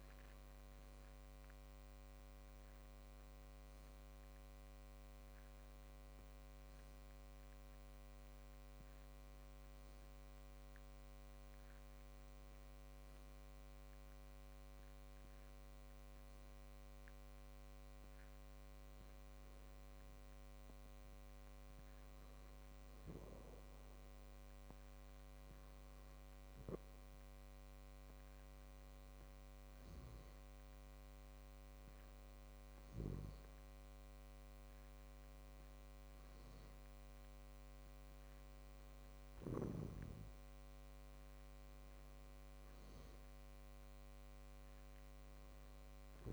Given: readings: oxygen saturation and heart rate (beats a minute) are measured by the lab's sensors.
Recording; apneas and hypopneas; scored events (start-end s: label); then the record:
breathing in sleep, hard to hear, by a microphone on the trachea; none
none scored
From the record:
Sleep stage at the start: N2 (light sleep); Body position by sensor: on the back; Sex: male